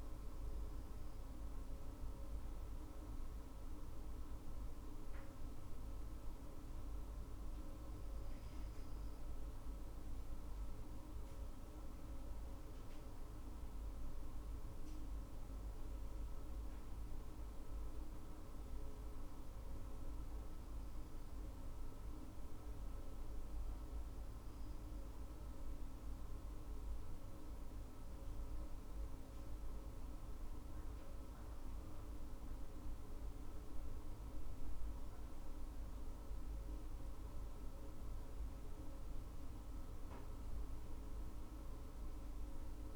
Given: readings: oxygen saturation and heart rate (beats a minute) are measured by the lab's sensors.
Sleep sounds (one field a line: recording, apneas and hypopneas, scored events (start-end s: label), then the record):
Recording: breathing in sleep, hard to hear, by a room microphone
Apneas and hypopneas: none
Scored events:
33.50-38.50 s: arousal
From the record:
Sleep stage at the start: N2 (light sleep)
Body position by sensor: on the right side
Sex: female